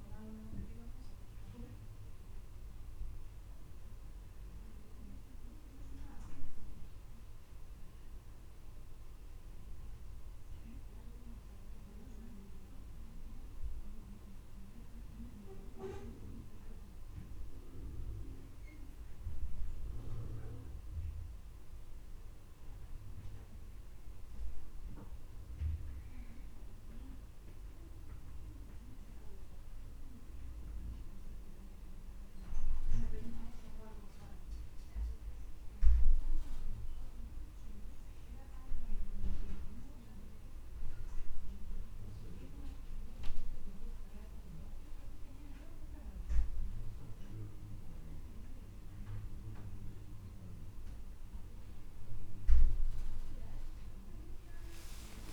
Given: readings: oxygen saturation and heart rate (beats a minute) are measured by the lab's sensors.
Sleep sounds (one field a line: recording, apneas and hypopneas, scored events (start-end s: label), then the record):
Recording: breathing in sleep by a room microphone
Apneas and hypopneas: none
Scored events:
0.00-15.50 s: oxygen desaturation (device-marked, oxygen 91% lowest)
52.50-55.32 s: new sleep stage, awake
From the record:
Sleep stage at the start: N1 (lightest sleep)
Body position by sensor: on the back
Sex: male